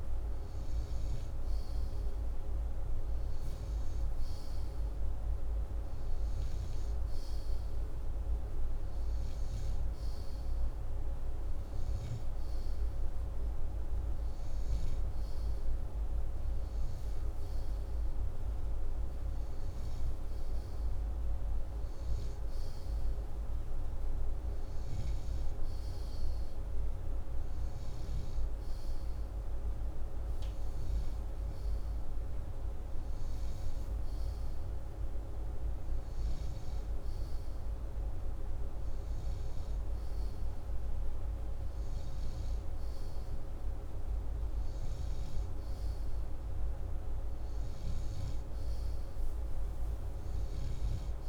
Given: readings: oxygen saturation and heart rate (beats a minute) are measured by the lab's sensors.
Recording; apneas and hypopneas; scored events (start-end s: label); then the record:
breathing in sleep, hard to hear, by a room microphone; none
none scored
From the record:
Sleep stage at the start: N2 (light sleep); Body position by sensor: upright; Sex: male